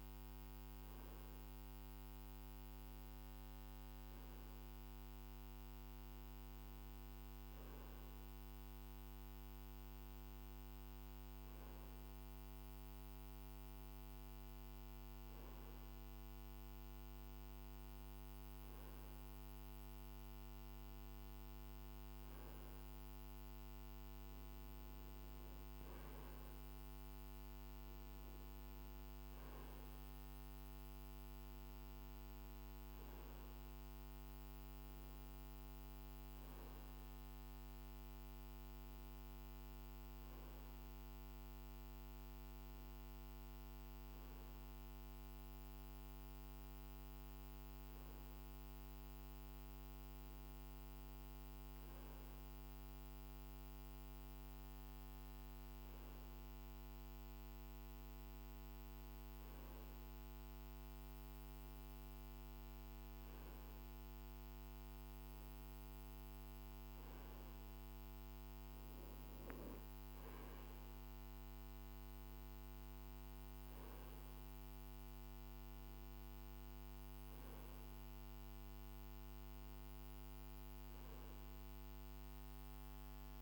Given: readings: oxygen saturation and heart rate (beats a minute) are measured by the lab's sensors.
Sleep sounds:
breathing in sleep, hard to hear, by a microphone on the trachea; none
none scored
From the record:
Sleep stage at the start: N2 (light sleep); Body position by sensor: on the right side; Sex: male

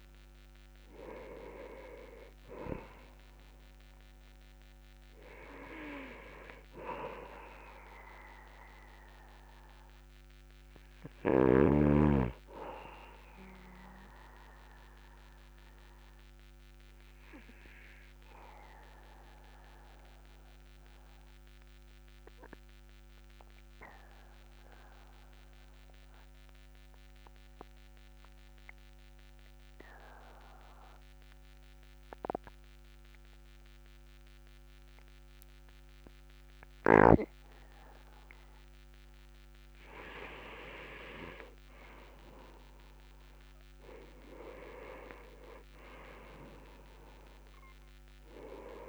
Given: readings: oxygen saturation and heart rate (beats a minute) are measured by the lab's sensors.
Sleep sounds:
breathing in sleep by a microphone on the trachea; 1
16.00-38.00 s: obstructive apnea (oxygen 98% before, 95% lowest, heart rate 47 before, 41 extreme, up 8 after)
40.00-44.00 s: arousal
From the record:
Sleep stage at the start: N2 (light sleep); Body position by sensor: on the back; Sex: male

